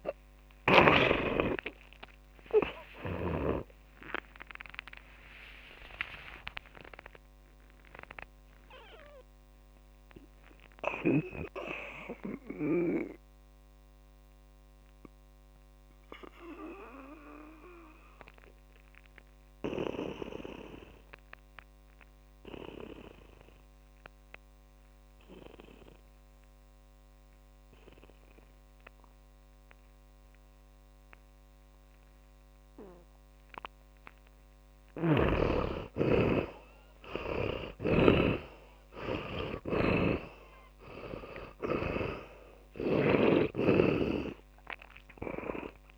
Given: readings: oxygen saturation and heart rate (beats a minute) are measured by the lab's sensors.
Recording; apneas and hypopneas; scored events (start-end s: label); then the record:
breathing in sleep by a microphone on the trachea; 1
0.00-6.00 s: arousal
0.00-25.50 s: oxygen desaturation (device-marked, oxygen 69% lowest, heart rate 45 extreme)
0.50-4.50 s: tachycardia (device-marked, heart rate 62 before, 101 extreme)
15.00-34.00 s: obstructive apnea (oxygen 99% before, 69% lowest, heart rate 82 before, 53 extreme, up 15 after)
36.50-42.00 s: arousal
38.00-42.50 s: snoring (device-marked)
38.50-45.98 s: oxygen desaturation (device-marked, oxygen 100% before, 75% lowest, heart rate 66 before, 46 extreme)
From the record:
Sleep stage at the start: N2 (light sleep); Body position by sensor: on the back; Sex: male